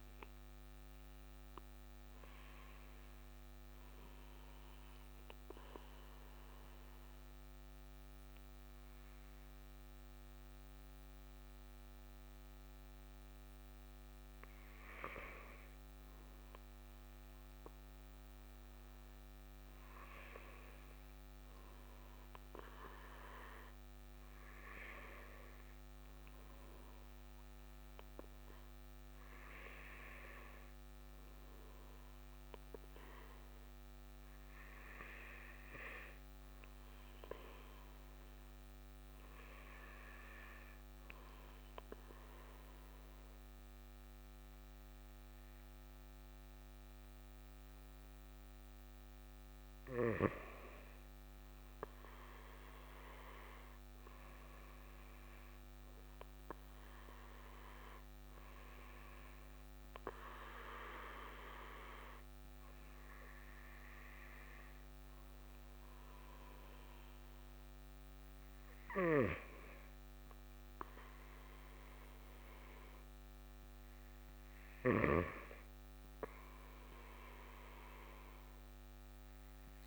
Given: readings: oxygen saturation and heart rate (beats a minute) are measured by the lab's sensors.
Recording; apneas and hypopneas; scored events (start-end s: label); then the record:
breathing in sleep by a microphone on the trachea; 2
3.00-15.50 s: central apnea (oxygen 96% before, 95% lowest, heart rate 59 before, 53 extreme, up 2 after)
19.00-23.00 s: arousal
37.50-50.00 s: obstructive apnea (oxygen 97% before, 95% lowest, heart rate 56 before, 54 extreme, up 3 after)
52.00-56.50 s: arousal
68.50-79.87 s: snoring (device-marked)
From the record:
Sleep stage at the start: N2 (light sleep); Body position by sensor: on the right side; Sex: male